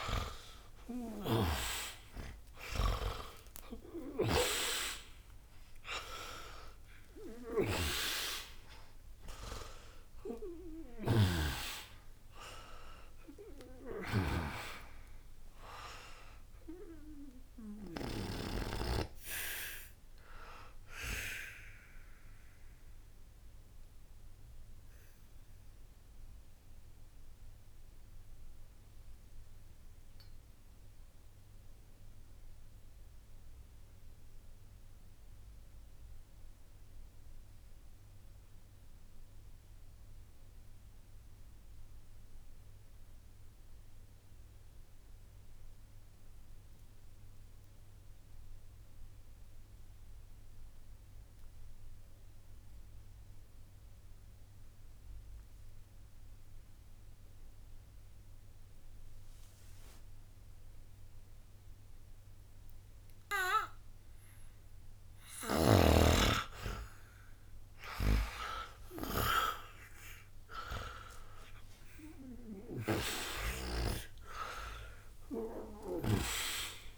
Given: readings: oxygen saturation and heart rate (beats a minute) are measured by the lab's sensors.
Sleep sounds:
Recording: breathing in sleep by a room microphone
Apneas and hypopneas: 1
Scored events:
0.00-3.00 s: arousal
0.00-18.00 s: snoring (device-marked)
0.00-39.50 s: oxygen desaturation (device-marked, oxygen 80% lowest, heart rate 52 extreme)
11.50-14.50 s: bradycardia (device-marked, heart rate 77 before, 63 extreme)
22.00-65.50 s: mixed apnea (oxygen 96% before, 80% lowest, heart rate 91 before, 59 extreme, up 59 after)
46.50-48.50 s: bradycardia (device-marked, heart rate 77 before, 63 extreme)
59.50-76.98 s: new sleep stage, awake
59.50-76.98 s: oxygen desaturation (device-marked, oxygen 99% before, 81% lowest, heart rate 61 before, 60 extreme)
From the record:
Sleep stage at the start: N2 (light sleep)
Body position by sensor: on the back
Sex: male

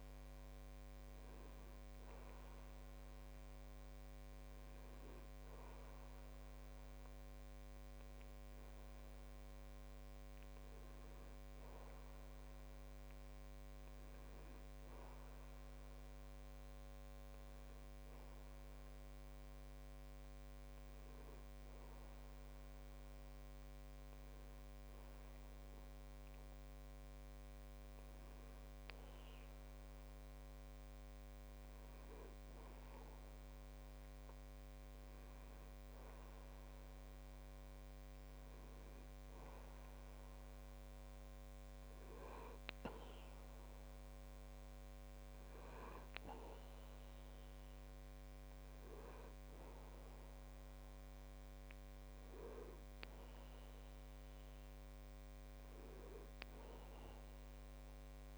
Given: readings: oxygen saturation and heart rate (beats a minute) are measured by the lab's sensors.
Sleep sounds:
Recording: breathing in sleep, hard to hear, by a microphone on the trachea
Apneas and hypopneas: none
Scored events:
none scored
From the record:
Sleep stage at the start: N2 (light sleep)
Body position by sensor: on the back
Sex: male

